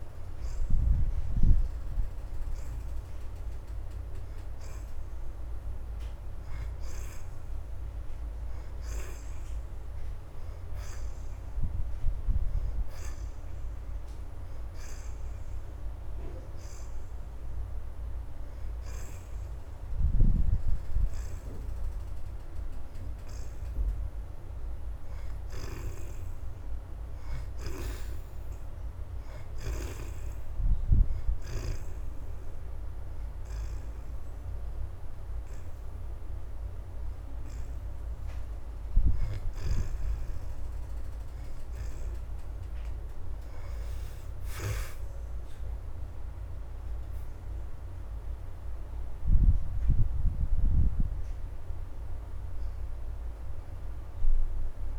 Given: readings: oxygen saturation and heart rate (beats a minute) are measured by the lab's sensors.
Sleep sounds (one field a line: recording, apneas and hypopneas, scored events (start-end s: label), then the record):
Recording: breathing in sleep by a room microphone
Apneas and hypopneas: 1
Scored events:
8.00-17.00 s: oxygen desaturation (device-marked, oxygen 71% before, 68% lowest, heart rate 108 before, 101 extreme)
23.00-34.00 s: oxygen desaturation (device-marked, oxygen 69% before, 62% lowest, heart rate 106 before, 104 extreme)
26.00-30.00 s: arousal
32.50-42.50 s: hypopnea (oxygen 71% before, 54% lowest, heart rate 109 before, 104 extreme, up 10 after)
45.00-54.99 s: oxygen desaturation (device-marked, oxygen 67% before, 54% lowest, heart rate 111 before, 104 extreme)
45.50-50.00 s: arousal
From the record:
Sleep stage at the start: N2 (light sleep)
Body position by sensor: on the back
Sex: female